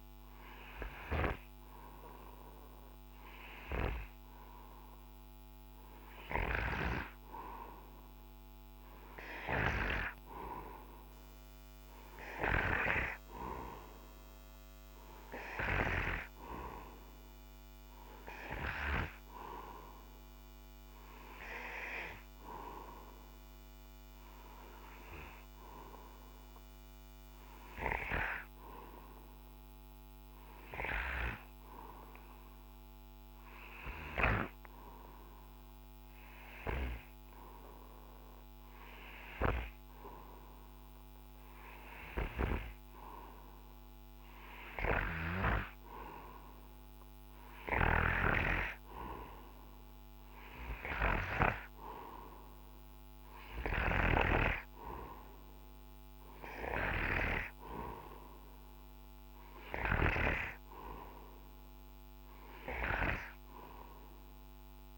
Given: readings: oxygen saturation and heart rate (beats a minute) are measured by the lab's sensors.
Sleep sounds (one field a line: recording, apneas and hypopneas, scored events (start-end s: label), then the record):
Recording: breathing in sleep by a microphone on the trachea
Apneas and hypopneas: none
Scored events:
47.50-54.00 s: snoring (device-marked)
From the record:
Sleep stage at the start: N2 (light sleep)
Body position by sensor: on the right side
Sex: male